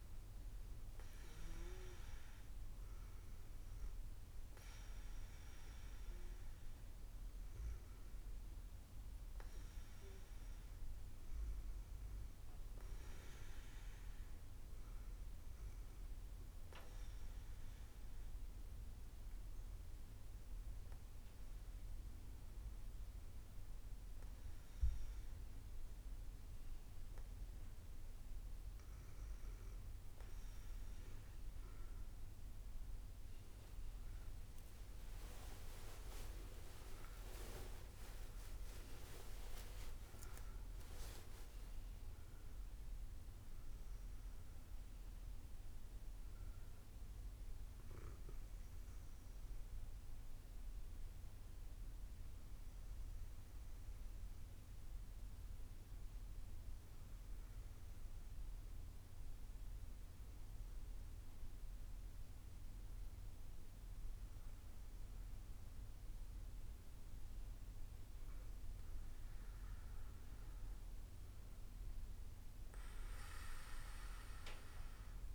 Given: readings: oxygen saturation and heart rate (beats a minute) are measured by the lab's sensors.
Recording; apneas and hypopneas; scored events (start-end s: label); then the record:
breathing in sleep by a room microphone; 1
16.00-29.00 s: obstructive apnea (oxygen 97% before, 97% lowest, heart rate 71 before, 62 extreme)
34.50-40.00 s: arousal
From the record:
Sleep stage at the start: REM sleep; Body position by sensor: on the back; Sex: female